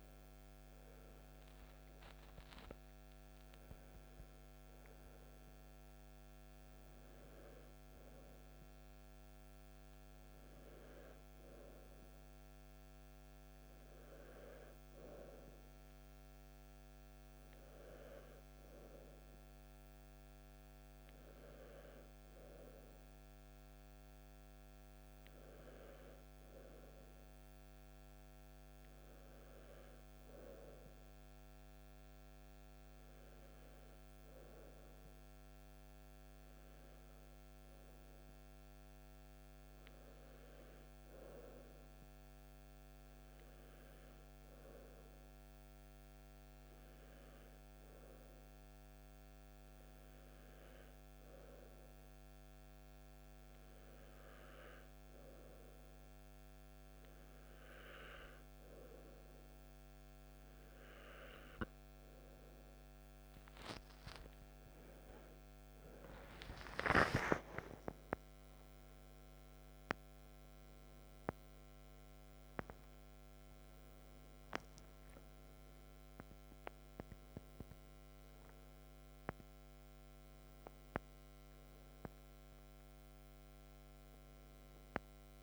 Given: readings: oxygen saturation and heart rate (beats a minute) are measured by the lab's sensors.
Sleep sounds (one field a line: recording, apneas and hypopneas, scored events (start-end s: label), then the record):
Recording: breathing in sleep by a microphone on the trachea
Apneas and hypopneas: 1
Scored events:
42.00-64.00 s: obstructive apnea (oxygen 97% before, 94% lowest, heart rate 55 before, 54 extreme, up 8 after)
65.00-70.50 s: arousal
From the record:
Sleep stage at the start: N2 (light sleep)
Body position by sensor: on the back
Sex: male